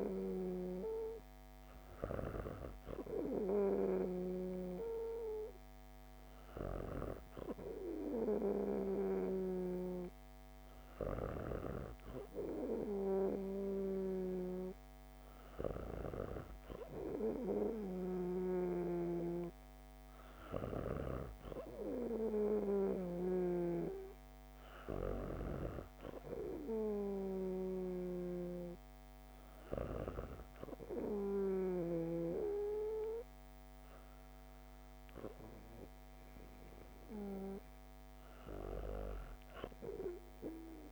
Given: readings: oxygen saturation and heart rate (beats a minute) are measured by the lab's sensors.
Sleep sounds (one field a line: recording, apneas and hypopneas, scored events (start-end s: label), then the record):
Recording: breathing in sleep by a microphone on the trachea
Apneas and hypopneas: none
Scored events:
3.50-9.50 s: snoring (device-marked)
17.50-23.00 s: snoring (device-marked)
27.50-32.00 s: snoring (device-marked)
From the record:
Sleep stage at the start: N2 (light sleep)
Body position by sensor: on the back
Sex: female